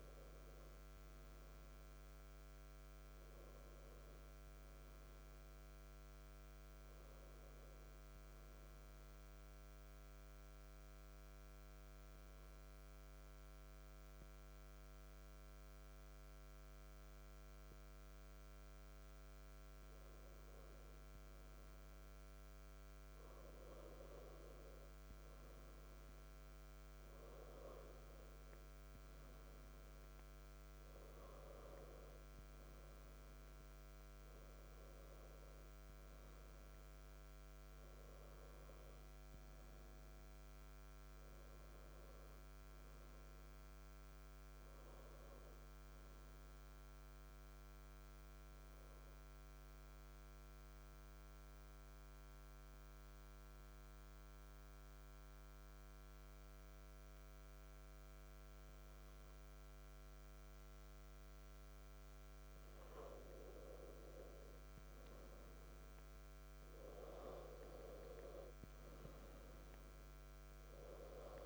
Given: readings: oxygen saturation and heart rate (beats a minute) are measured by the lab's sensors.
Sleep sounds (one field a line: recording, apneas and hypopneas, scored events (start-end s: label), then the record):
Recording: breathing in sleep by a microphone on the trachea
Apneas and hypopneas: 2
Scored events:
8.00-19.00 s: central apnea (oxygen 94% before, 92% lowest, heart rate 67 before, 63 extreme, up 4 after)
21.00-25.50 s: arousal
49.00-60.50 s: mixed apnea (oxygen 95% before, 92% lowest, heart rate 68 before, 65 extreme, up 3 after)
55.00-71.46 s: new sleep stage, N2 (light sleep)
62.50-67.00 s: arousal
67.00-71.46 s: oxygen desaturation (device-marked, oxygen 95% before, 92% lowest, heart rate 67 before, 65 extreme)
From the record:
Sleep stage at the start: N1 (lightest sleep)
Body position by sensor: on the back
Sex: male